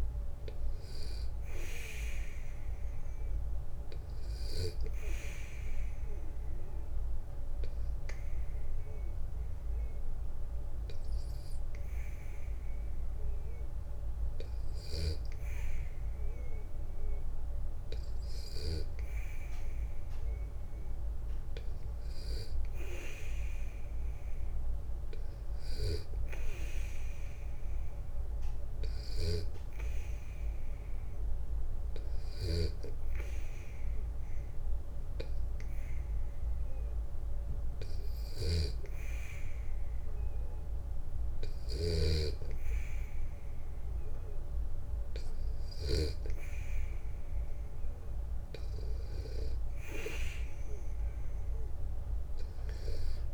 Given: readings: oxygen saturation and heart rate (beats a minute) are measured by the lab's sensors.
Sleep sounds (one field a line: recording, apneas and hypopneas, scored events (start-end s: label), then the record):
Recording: breathing in sleep by a room microphone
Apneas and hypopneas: 1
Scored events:
3.50-14.50 s: obstructive apnea (oxygen 95% before, 93% lowest, heart rate 63 before, 63 extreme, up 0 after)
18.50-21.00 s: arousal
28.50-45.50 s: snoring (device-marked)
46.00-49.50 s: arousal
From the record:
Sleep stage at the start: N2 (light sleep)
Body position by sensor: on the back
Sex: male